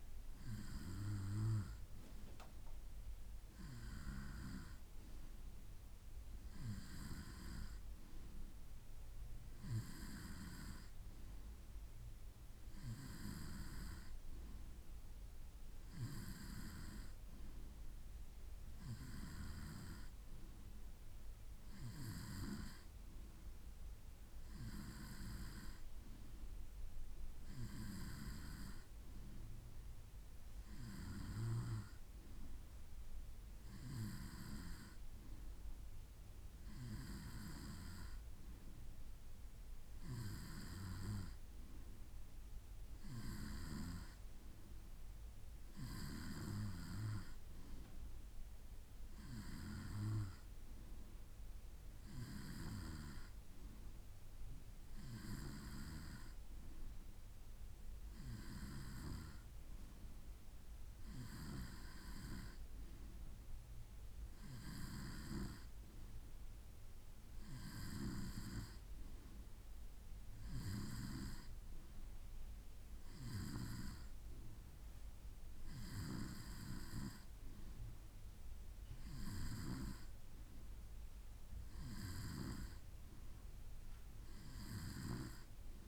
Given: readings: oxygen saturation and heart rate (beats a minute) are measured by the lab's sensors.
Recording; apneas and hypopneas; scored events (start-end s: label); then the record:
breathing in sleep by a room microphone; none
none scored
From the record:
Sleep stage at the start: N2 (light sleep); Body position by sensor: on the right side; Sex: male